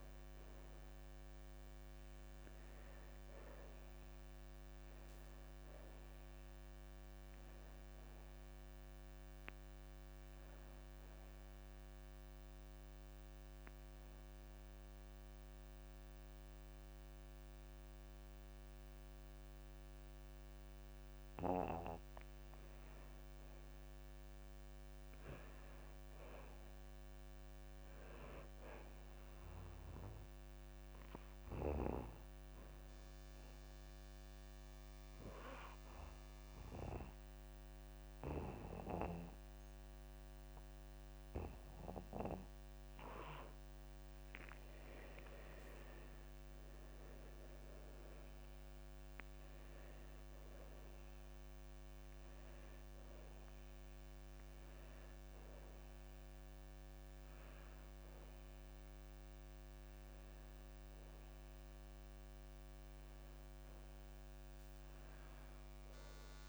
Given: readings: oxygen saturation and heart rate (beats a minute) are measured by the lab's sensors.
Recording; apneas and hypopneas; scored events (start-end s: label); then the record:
breathing in sleep by a microphone on the trachea; 2
0.00-17.00 s: oxygen desaturation (device-marked, oxygen 88% lowest)
7.00-66.49 s: new sleep stage, N2 (light sleep)
13.50-23.50 s: obstructive apnea (oxygen 94% before, 90% lowest)
25.50-28.50 s: arousal
34.50-45.00 s: obstructive apnea (oxygen 98% before, 92% lowest)
39.00-54.00 s: oxygen desaturation (device-marked, oxygen 97% before, 94% lowest)
46.50-50.50 s: arousal
From the record:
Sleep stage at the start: N1 (lightest sleep); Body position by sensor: on the back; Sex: male